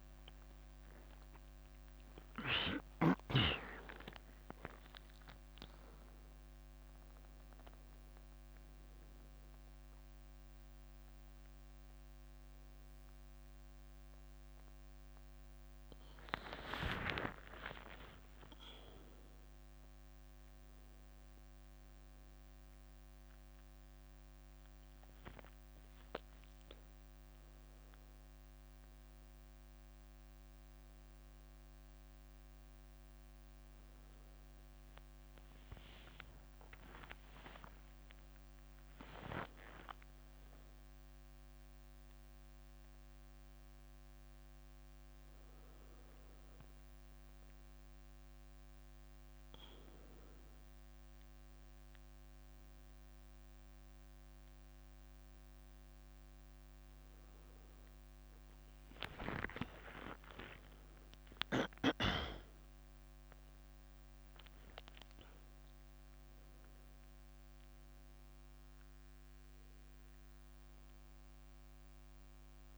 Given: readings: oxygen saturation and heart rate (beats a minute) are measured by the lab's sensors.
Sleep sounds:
a person awake in a sleep study, by a microphone on the trachea; none
0.00-20.50 s: oxygen desaturation (device-marked, oxygen 92% lowest, heart rate 70 extreme)
1.50-11.50 s: leg movement (device-marked)
14.50-24.00 s: leg movement (device-marked)
33.00-41.50 s: leg movement (device-marked)
38.50-40.50 s: long interval between heartbeats (device-marked, heart rate 73 before, 80 extreme)
45.50-48.00 s: leg movement (device-marked)
50.50-59.00 s: leg movement (device-marked)
61.00-67.00 s: leg movement (device-marked)
From the record:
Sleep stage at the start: awake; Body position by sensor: on the back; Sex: female

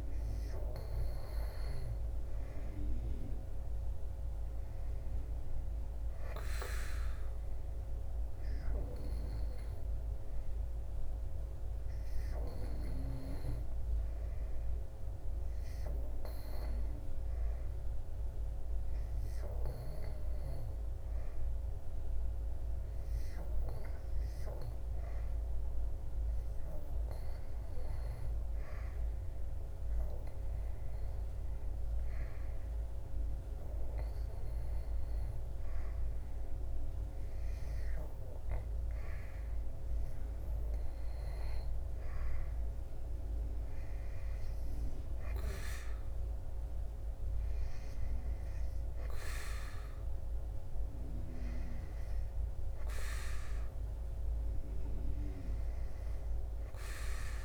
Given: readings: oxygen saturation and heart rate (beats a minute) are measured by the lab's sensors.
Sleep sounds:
breathing in sleep by a room microphone; 1
13.50-40.50 s: hypopnea (oxygen 96% before, 90% lowest, heart rate 80 before, 72 extreme, up 6 after)
36.00-57.45 s: oxygen desaturation (device-marked, oxygen 94% before, 90% lowest, heart rate 76 before, 79 extreme)
43.00-47.00 s: arousal
From the record:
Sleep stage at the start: N2 (light sleep); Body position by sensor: on the back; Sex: male

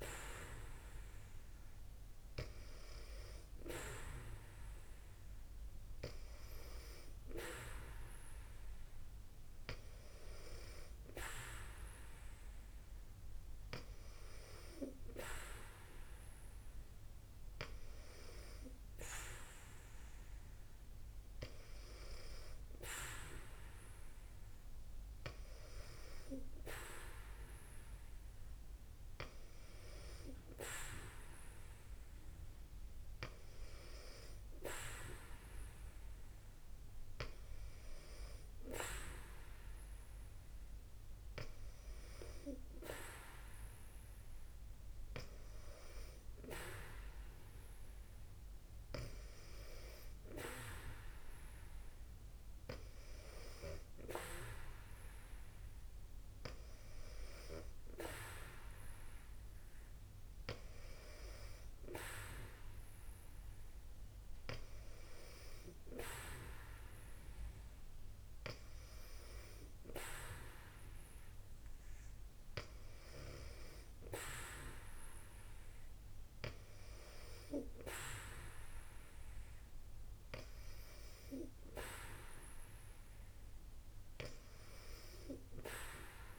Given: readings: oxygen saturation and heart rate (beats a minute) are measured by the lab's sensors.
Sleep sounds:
breathing in sleep by a room microphone; none
0.00-16.50 s: oxygen desaturation (device-marked, oxygen 92% lowest, heart rate 59 extreme)
From the record:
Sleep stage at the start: N2 (light sleep); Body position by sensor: on the back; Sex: female

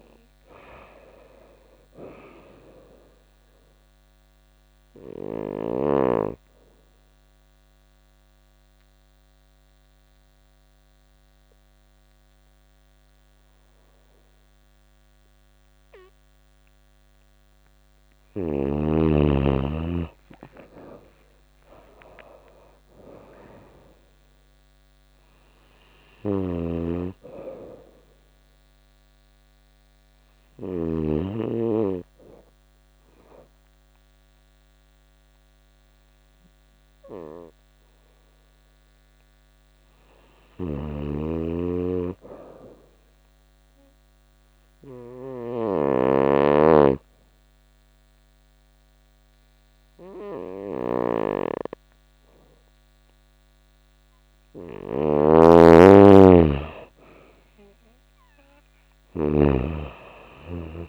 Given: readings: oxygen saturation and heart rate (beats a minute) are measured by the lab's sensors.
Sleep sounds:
breathing in sleep by a microphone on the trachea; 2
0.00-1.50 s: arousal
4.00-17.00 s: obstructive apnea (oxygen 98% before, 88% lowest, heart rate 83 before, 81 extreme, up 25 after)
4.00-21.00 s: oxygen desaturation (device-marked, oxygen 98% before, 89% lowest, heart rate 83 before, 81 extreme)
19.00-23.50 s: arousal
25.50-30.50 s: snoring (device-marked)
32.00-42.00 s: oxygen desaturation (device-marked, oxygen 99% before, 91% lowest, heart rate 90 before, 82 extreme)
40.00-60.89 s: snoring (device-marked)
42.50-54.50 s: obstructive apnea (oxygen 99% before, 88% lowest, heart rate 90 before, 82 extreme, up 4 after)
54.00-60.89 s: oxygen desaturation (device-marked, oxygen 96% before, 88% lowest, heart rate 84 before, 81 extreme)
56.50-59.50 s: arousal
From the record:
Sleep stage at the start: N2 (light sleep); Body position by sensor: on the right side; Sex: female

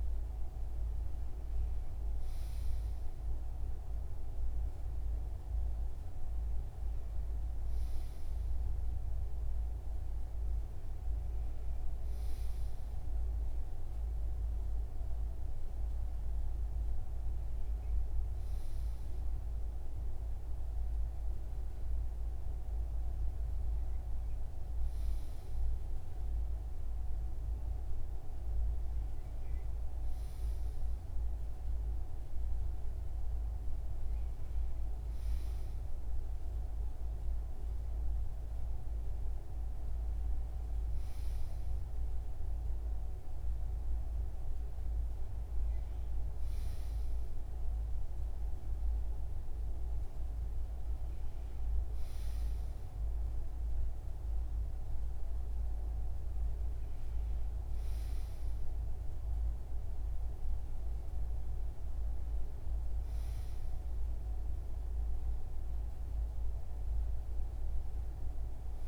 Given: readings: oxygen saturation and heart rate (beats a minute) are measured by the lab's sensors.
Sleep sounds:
breathing in sleep, hard to hear, by a room microphone; none
none scored
From the record:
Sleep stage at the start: N2 (light sleep); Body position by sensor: on the right side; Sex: male

